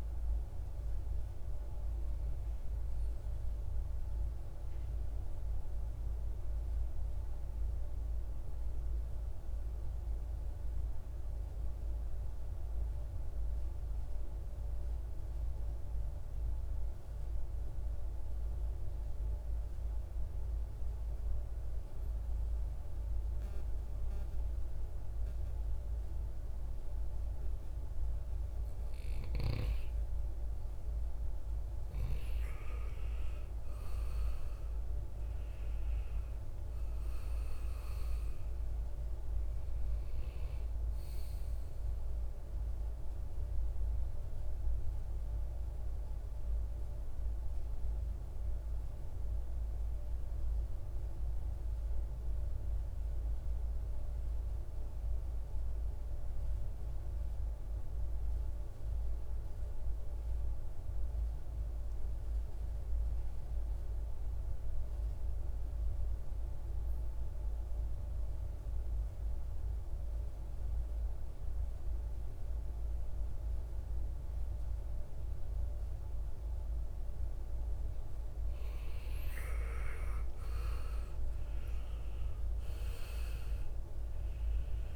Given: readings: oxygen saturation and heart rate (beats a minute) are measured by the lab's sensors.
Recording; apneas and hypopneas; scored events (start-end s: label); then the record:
breathing in sleep, hard to hear, by a room microphone; 2
0.00-12.00 s: oxygen desaturation (device-marked, oxygen 88% lowest, heart rate 55 extreme)
10.50-27.50 s: mixed apnea (oxygen 98% before, 90% lowest, heart rate 63 before, 52 extreme, up 13 after)
29.50-33.50 s: arousal
33.00-56.00 s: oxygen desaturation (device-marked, oxygen 98% before, 91% lowest, heart rate 58 before, 52 extreme)
50.50-77.00 s: hypopnea (oxygen 98% before, 87% lowest, heart rate 62 before, 53 extreme, up 16 after)
70.00-84.96 s: oxygen desaturation (device-marked, oxygen 98% before, 87% lowest, heart rate 56 before, 53 extreme)
78.50-83.50 s: arousal
From the record:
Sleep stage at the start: N2 (light sleep); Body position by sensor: on the right side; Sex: male